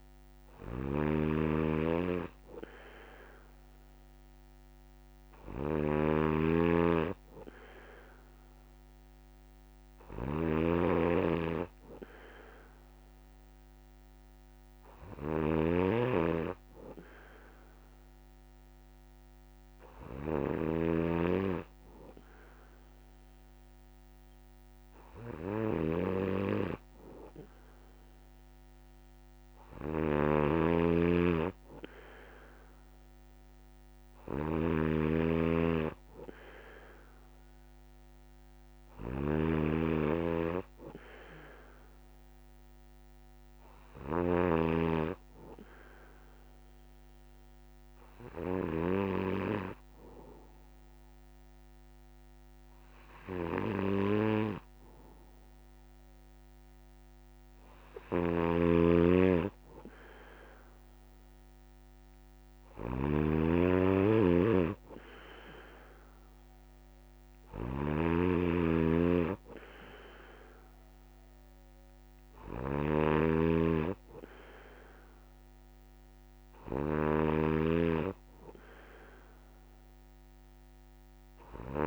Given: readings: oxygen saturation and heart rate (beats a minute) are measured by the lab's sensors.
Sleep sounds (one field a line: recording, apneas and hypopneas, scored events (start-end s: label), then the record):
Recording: breathing in sleep by a microphone on the trachea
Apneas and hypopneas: none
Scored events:
0.00-48.50 s: snoring (device-marked)
58.00-81.87 s: snoring (device-marked)
From the record:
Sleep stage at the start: N2 (light sleep)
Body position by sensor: on the back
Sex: male